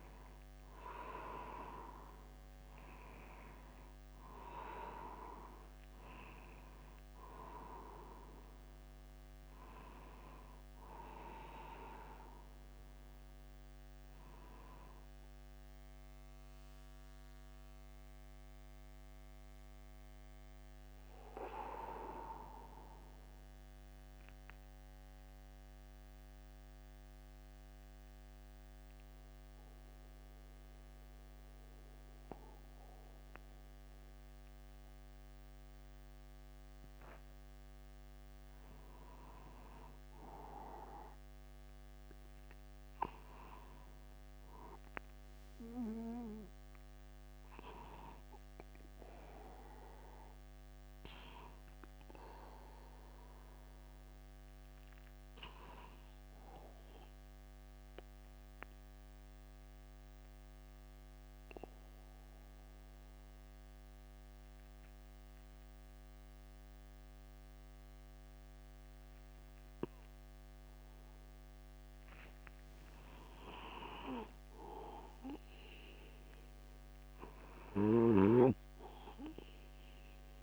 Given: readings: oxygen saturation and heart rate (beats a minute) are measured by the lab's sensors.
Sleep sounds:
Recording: breathing in sleep by a microphone on the trachea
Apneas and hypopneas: 2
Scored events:
0.00-4.50 s: arousal
11.50-15.00 s: arousal
17.50-39.00 s: mixed apnea (oxygen 98% before, 94% lowest, heart rate 50 before, 50 extreme, up 9 after)
37.00-39.00 s: long interval between heartbeats (device-marked, heart rate 50 before, 57 extreme)
42.50-46.50 s: arousal
55.00-71.50 s: obstructive apnea (oxygen 97% before, 93% lowest, heart rate 53 before, 49 extreme, up 1 after)
55.00-73.00 s: oxygen desaturation (device-marked, oxygen 97% before, 94% lowest, heart rate 53 before, 49 extreme)
73.50-77.50 s: arousal
78.00-80.43 s: snoring (device-marked)
From the record:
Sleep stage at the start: N2 (light sleep)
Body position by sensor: upright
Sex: male

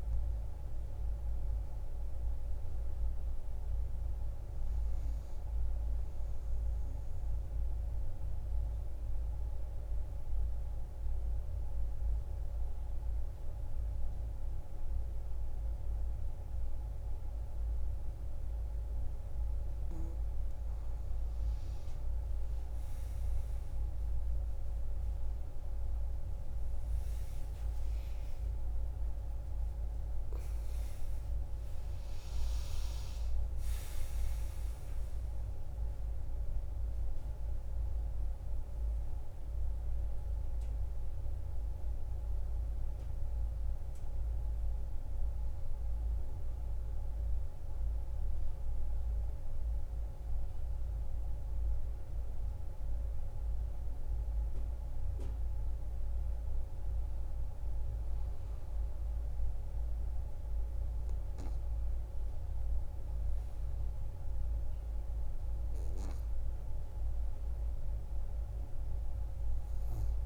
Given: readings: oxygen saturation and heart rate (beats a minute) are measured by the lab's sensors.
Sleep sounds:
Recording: breathing in sleep, hard to hear, by a room microphone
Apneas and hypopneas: 2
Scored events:
0.50-4.00 s: arousal
7.00-20.00 s: obstructive apnea (oxygen 96% before, 88% lowest)
25.50-58.50 s: oxygen desaturation (device-marked, oxygen 95% before, 88% lowest)
26.50-31.50 s: arousal
45.00-57.50 s: obstructive apnea (oxygen 95% before, 88% lowest)
61.00-65.00 s: arousal
From the record:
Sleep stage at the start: N2 (light sleep)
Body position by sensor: on the back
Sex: female

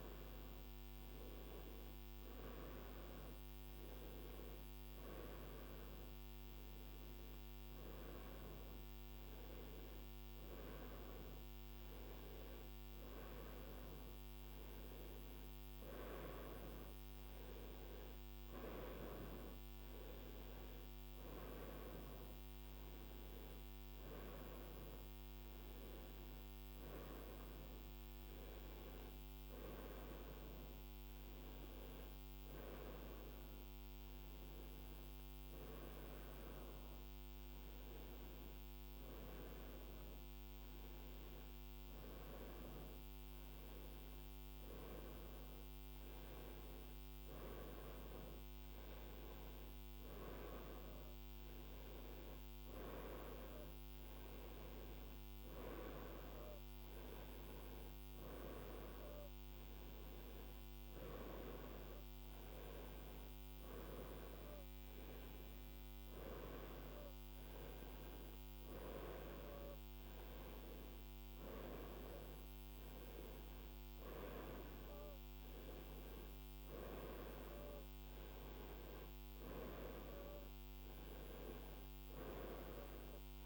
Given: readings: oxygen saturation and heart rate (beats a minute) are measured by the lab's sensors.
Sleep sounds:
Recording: breathing in sleep by a microphone on the trachea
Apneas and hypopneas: none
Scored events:
none scored
From the record:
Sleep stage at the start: N1 (lightest sleep)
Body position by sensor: on the right side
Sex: female

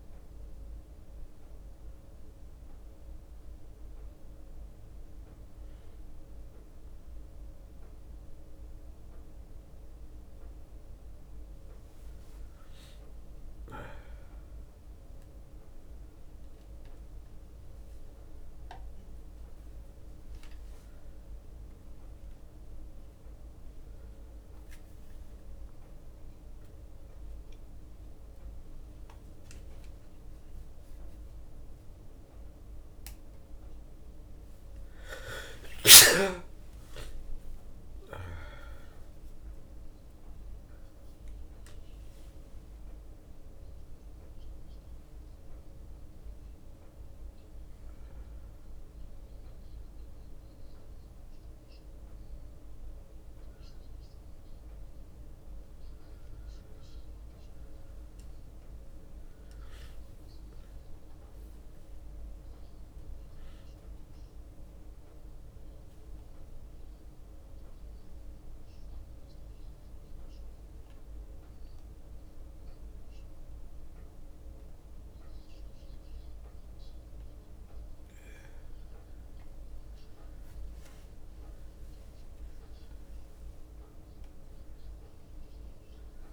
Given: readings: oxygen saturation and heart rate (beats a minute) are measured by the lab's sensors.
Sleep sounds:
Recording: a person awake in a sleep study, hard to hear, by a room microphone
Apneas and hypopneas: 1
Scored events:
12.00-13.50 s: leg movement (device-marked)
20.50-22.00 s: leg movement (device-marked)
23.50-27.00 s: leg movement (device-marked)
35.00-38.50 s: leg movement (device-marked)
36.00-38.00 s: long interval between heartbeats (device-marked, heart rate 63 before, 82 extreme)
41.50-44.50 s: leg movement (device-marked)
49.00-52.00 s: leg movement (device-marked)
58.00-59.50 s: leg movement (device-marked)
64.50-78.00 s: central apnea (oxygen 100% before, 96% lowest, heart rate 64 before, 61 extreme, up 22 after)
66.50-81.50 s: drop in pulse transit time (device-marked, heart rate 64 before, 61 extreme)
80.50-84.50 s: leg movement (device-marked)
81.00-83.00 s: long interval between heartbeats (device-marked, heart rate 62 before, 73 extreme)
From the record:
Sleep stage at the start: awake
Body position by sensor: on the back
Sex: male

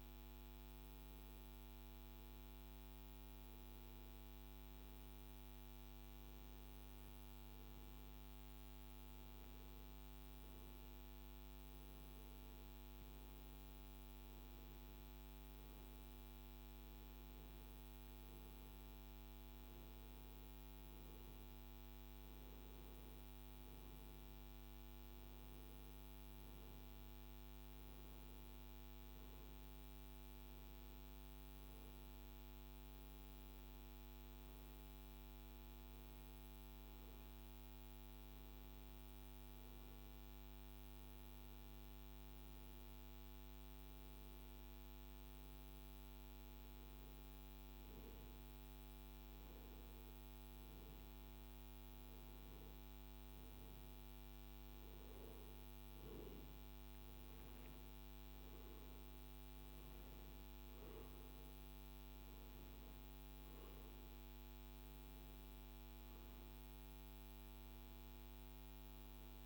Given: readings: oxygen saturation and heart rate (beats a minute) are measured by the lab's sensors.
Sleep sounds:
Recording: breathing in sleep, hard to hear, by a microphone on the trachea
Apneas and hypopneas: none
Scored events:
18.00-69.46 s: new sleep stage, N2 (light sleep)
From the record:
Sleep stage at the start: N1 (lightest sleep)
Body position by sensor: on the right side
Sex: male

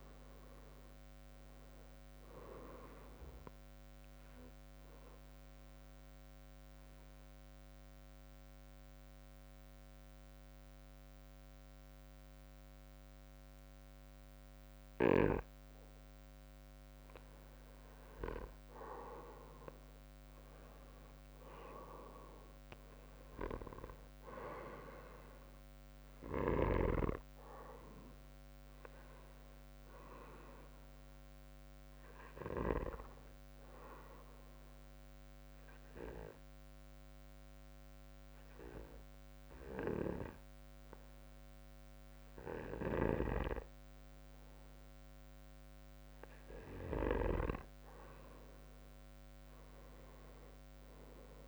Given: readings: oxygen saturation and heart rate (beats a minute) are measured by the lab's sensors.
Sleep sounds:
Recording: breathing in sleep by a microphone on the trachea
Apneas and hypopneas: 2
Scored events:
0.00-6.00 s: drop in pulse transit time (device-marked, heart rate 72 extreme)
5.00-16.50 s: obstructive apnea (oxygen 97% before, 94% lowest, heart rate 73 before, 66 extreme, up 8 after)
18.00-21.50 s: arousal
34.00-45.00 s: obstructive apnea (oxygen 97% before, 94% lowest, heart rate 72 before, 67 extreme, up 6 after)
48.50-51.48 s: arousal
From the record:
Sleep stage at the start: N2 (light sleep)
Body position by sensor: on the back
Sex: male

